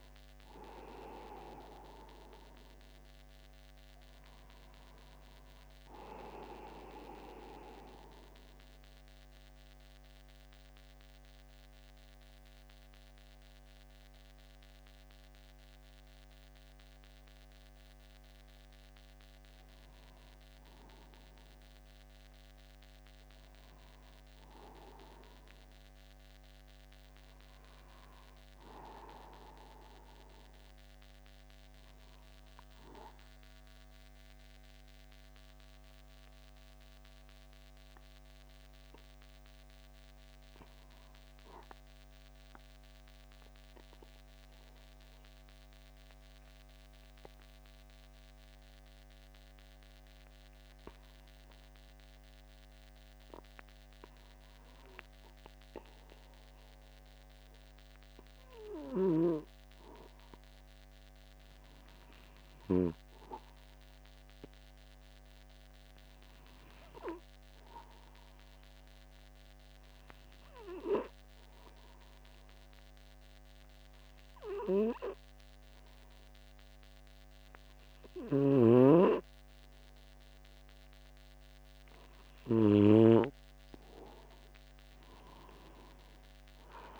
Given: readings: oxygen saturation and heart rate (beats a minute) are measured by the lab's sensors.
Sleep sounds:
a person partly awake in a sleep study, by a microphone on the trachea; 2
7.50-20.00 s: central apnea (oxygen 98% before, 95% lowest, heart rate 54 before, 50 extreme, up 0 after)
7.50-87.00 s: new sleep stage, N2 (light sleep)
22.00-27.00 s: arousal
43.50-82.50 s: obstructive apnea (oxygen 98% before, 93% lowest, heart rate 50 before, 49 extreme, up 1 after)
59.00-63.00 s: snoring (device-marked)
78.50-83.00 s: snoring (device-marked)
85.00-87.00 s: arousal
From the record:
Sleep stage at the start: awake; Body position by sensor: upright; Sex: male

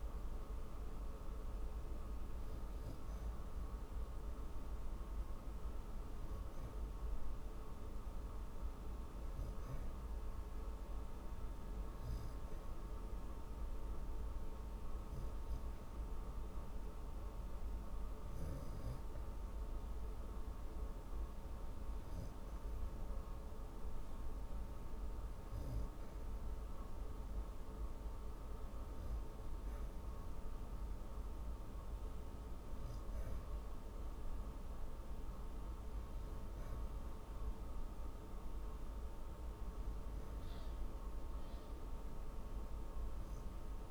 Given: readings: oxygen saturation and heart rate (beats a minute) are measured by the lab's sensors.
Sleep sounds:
breathing in sleep, hard to hear, by a room microphone; 1
3.50-6.00 s: arousal
9.50-21.50 s: hypopnea (oxygen 94% before, 90% lowest, heart rate 56 before, 49 extreme)
24.50-27.00 s: arousal
From the record:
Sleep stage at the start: N2 (light sleep); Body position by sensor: on the back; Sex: female

